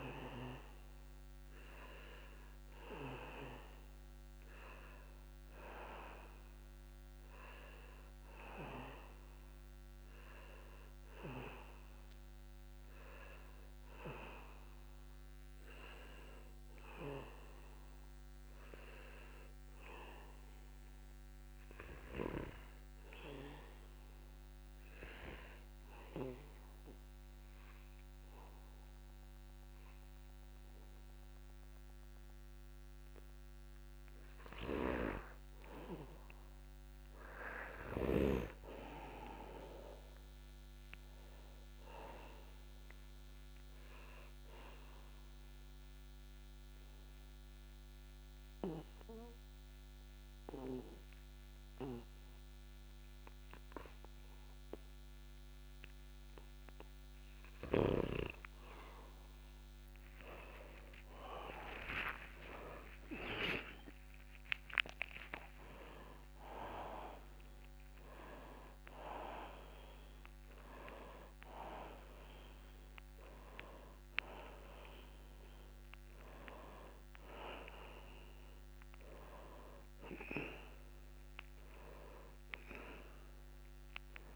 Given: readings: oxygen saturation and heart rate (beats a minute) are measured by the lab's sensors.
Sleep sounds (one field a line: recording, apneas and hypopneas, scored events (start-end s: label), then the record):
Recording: breathing in sleep by a microphone on the trachea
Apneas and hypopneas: 2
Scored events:
0.50-16.50 s: oxygen desaturation (device-marked, oxygen 97% before, 88% lowest, heart rate 69 before, 67 extreme)
16.50-32.00 s: obstructive apnea (oxygen 97% before, 89% lowest, heart rate 70 before, 67 extreme)
33.50-37.50 s: arousal
33.50-60.50 s: oxygen desaturation (device-marked, oxygen 97% before, 89% lowest, heart rate 73 before, 67 extreme)
35.00-38.50 s: snoring (device-marked)
44.50-57.00 s: hypopnea (oxygen 98% before, 89% lowest, heart rate 70 before, 67 extreme, up 0 after)
46.50-84.36 s: new sleep stage, N1 (lightest sleep)
60.50-65.50 s: arousal
66.50-83.50 s: oxygen desaturation (device-marked, oxygen 98% before, 89% lowest, heart rate 70 before, 71 extreme)
From the record:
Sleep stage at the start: N2 (light sleep)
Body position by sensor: on the back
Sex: male